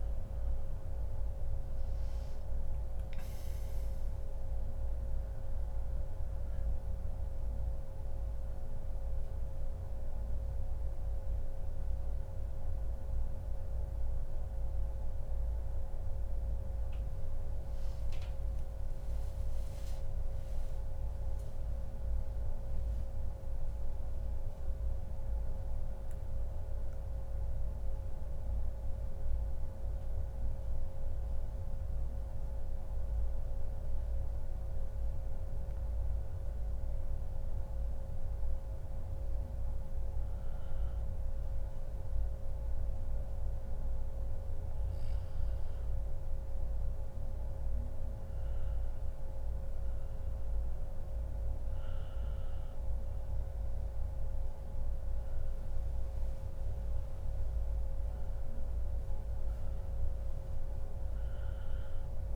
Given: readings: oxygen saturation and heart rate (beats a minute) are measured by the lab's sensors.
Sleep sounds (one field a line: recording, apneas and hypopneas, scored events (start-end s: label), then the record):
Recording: breathing in sleep, hard to hear, by a room microphone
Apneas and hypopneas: none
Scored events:
0.00-19.50 s: oxygen desaturation (device-marked, oxygen 91% lowest, heart rate 135 extreme)
18.00-22.50 s: arousal
59.50-62.36 s: new sleep stage, N2 (light sleep)
From the record:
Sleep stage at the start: N1 (lightest sleep)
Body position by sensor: on the back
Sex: male